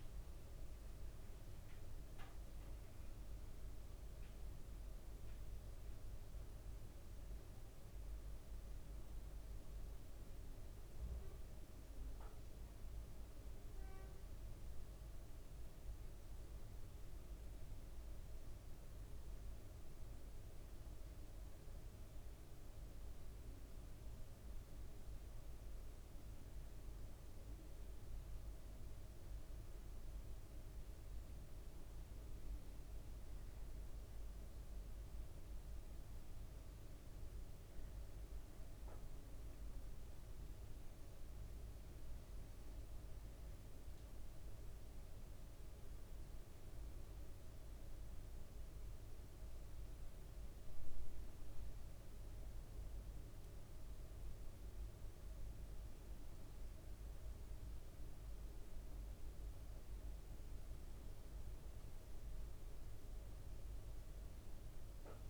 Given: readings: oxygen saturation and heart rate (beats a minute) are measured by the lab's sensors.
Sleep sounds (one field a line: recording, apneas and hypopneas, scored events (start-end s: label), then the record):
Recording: a person awake in a sleep study, hard to hear, by a room microphone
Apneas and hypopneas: none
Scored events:
none scored
From the record:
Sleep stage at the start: awake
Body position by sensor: on the right side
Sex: male